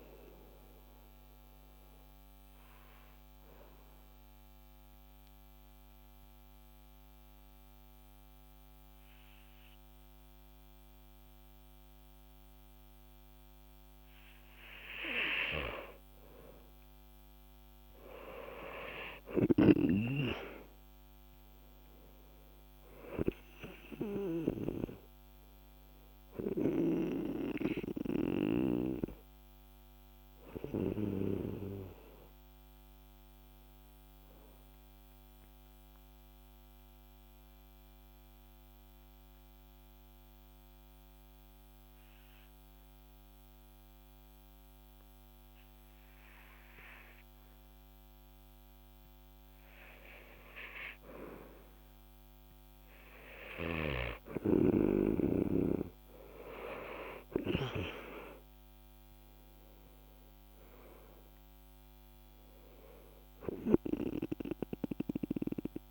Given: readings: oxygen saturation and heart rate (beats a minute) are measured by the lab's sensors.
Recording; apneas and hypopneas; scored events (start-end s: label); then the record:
breathing in sleep by a microphone on the trachea; 2
1.50-14.50 s: central apnea (oxygen 97% before, 92% lowest, heart rate 55 before, 46 extreme, up 14 after)
14.50-23.50 s: oxygen desaturation (device-marked, oxygen 97% before, 92% lowest, heart rate 48 before, 46 extreme)
18.50-22.50 s: arousal
36.00-48.50 s: central apnea (oxygen 97% before, 90% lowest, heart rate 54 before, 46 extreme, up 11 after)
47.50-57.50 s: oxygen desaturation (device-marked, oxygen 97% before, 93% lowest, heart rate 48 before, 46 extreme)
58.00-62.50 s: arousal
From the record:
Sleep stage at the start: N2 (light sleep); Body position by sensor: on the back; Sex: male